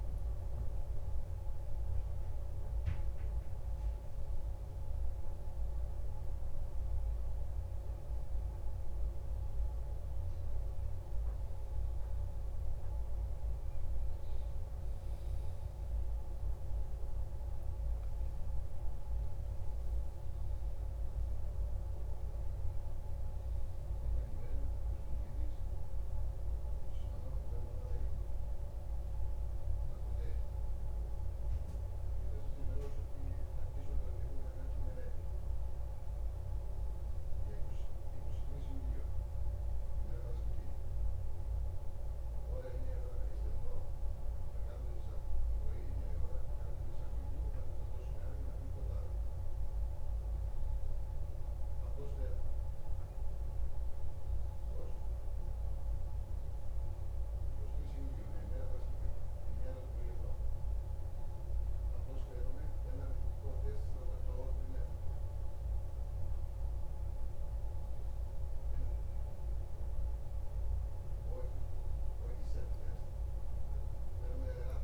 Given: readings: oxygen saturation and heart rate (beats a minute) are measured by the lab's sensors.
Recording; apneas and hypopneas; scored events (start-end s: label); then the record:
breathing in sleep, hard to hear, by a room microphone; none
17.00-21.50 s: arousal
From the record:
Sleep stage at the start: N1 (lightest sleep); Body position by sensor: on the back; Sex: male